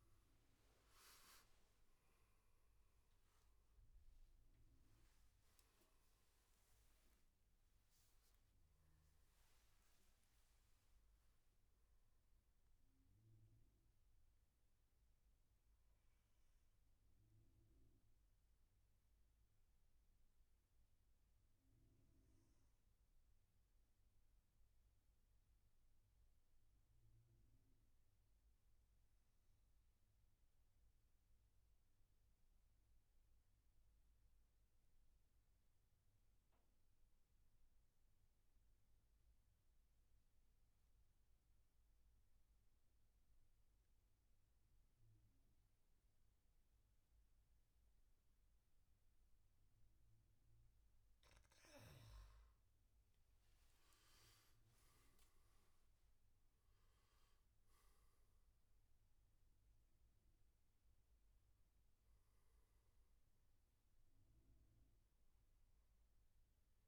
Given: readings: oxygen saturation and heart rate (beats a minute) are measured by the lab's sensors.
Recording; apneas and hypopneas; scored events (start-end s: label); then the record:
breathing in sleep, hard to hear, by a room microphone; 1
0.00-22.50 s: oxygen desaturation (device-marked, oxygen 90% lowest, heart rate 61 extreme)
6.50-8.50 s: long interval between heartbeats (device-marked, heart rate 78 before, 96 extreme)
13.50-52.00 s: mixed apnea (oxygen 98% before, 90% lowest, heart rate 85 before, 62 extreme, up 10 after)
43.50-66.88 s: oxygen desaturation (device-marked, oxygen 99% before, 90% lowest, heart rate 70 before, 62 extreme)
54.00-59.00 s: arousal
From the record:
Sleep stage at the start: N2 (light sleep); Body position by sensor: on the back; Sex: male